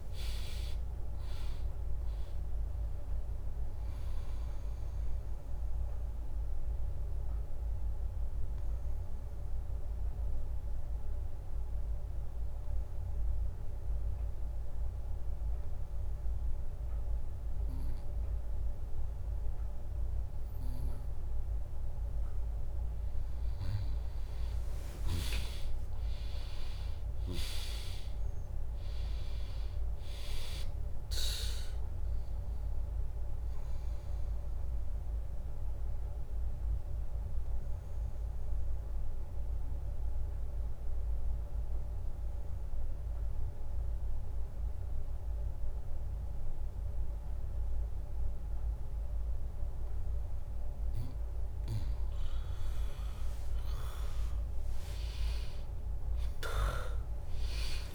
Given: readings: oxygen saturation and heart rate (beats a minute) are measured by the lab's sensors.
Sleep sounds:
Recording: breathing in sleep by a room microphone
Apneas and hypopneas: 2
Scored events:
0.00-8.00 s: drop in pulse transit time (device-marked, heart rate 65 extreme)
0.00-19.00 s: oxygen desaturation (device-marked, oxygen 96% lowest, heart rate 59 extreme)
6.00-21.00 s: obstructive apnea (oxygen 100% before, 96% lowest, heart rate 71 before, 59 extreme, up 4 after)
17.00-19.00 s: bradycardia (device-marked, heart rate 73 before, 65 extreme)
24.00-27.50 s: arousal
25.00-33.00 s: drop in pulse transit time (device-marked, heart rate 72 before, 61 extreme)
34.00-52.00 s: obstructive apnea (oxygen 100% before, 96% lowest, heart rate 65 before, 58 extreme, up 10 after)
48.00-53.00 s: bradycardia (device-marked, heart rate 72 before, 59 extreme)
54.00-57.95 s: arousal
From the record:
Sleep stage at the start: N2 (light sleep)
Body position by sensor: on the back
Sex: female

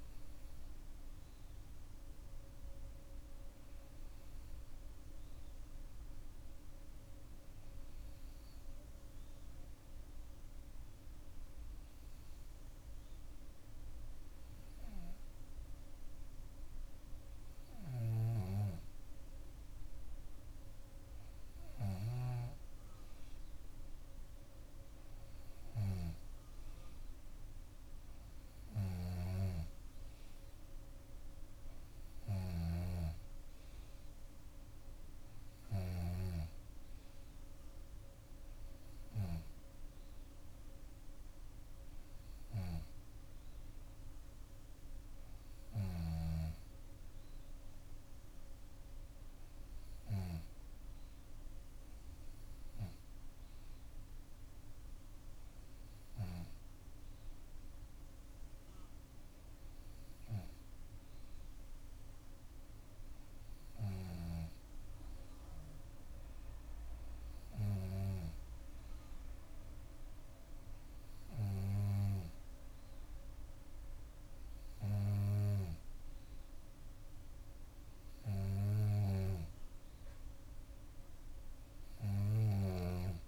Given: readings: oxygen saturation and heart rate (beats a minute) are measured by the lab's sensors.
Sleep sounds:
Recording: breathing in sleep by a room microphone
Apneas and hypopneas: none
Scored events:
32.00-36.00 s: snoring (device-marked)
From the record:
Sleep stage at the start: N2 (light sleep)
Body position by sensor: on the back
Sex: female

